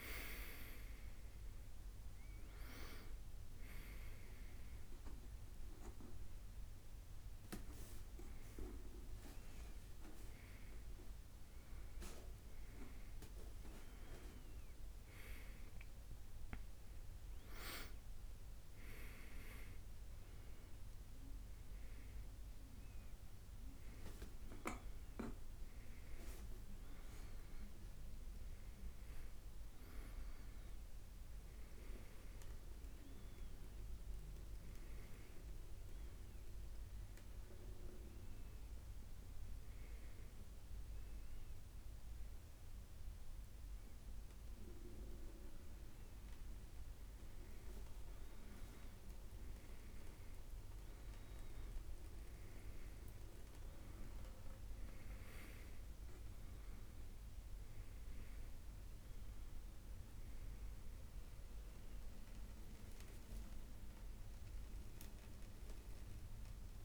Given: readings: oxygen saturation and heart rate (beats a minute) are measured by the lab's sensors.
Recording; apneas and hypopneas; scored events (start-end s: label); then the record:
a person awake in a sleep study, by a room microphone; none
none scored
From the record:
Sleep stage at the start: awake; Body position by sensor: on the back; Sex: male